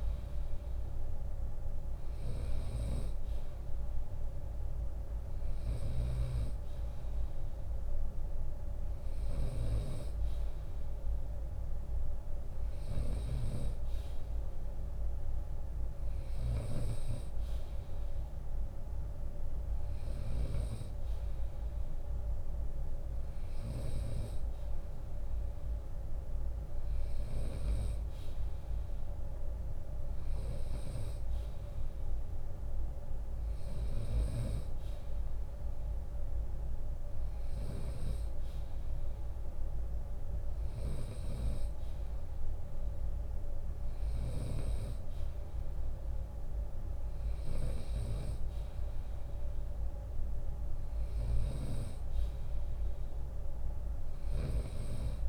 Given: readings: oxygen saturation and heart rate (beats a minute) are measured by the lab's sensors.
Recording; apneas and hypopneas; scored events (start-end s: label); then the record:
breathing in sleep by a room microphone; none
1.50-9.00 s: snoring (device-marked)
4.00-6.00 s: long interval between heartbeats (device-marked, heart rate 82 before, 78 extreme)
From the record:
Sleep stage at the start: N2 (light sleep); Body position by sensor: on the right side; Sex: male